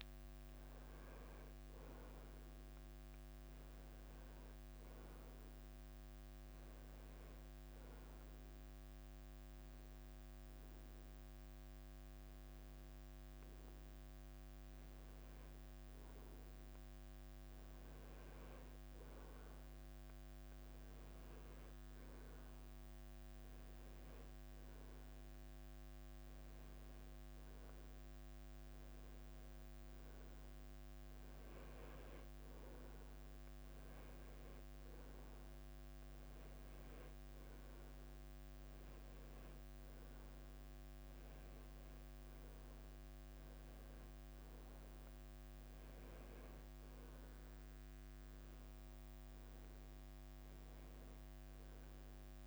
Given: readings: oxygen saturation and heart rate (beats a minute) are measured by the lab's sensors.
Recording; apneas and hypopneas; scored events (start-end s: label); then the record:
a person partly awake in a sleep study, hard to hear, by a microphone on the trachea; 1
0.00-8.00 s: oxygen desaturation (device-marked, oxygen 94% lowest, heart rate 95 extreme)
9.50-20.00 s: hypopnea (oxygen 98% before, 93% lowest, heart rate 97 before, 95 extreme, up 1 after)
37.00-52.46 s: new sleep stage, awake
From the record:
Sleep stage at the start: N1 (lightest sleep); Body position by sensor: on the right side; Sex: male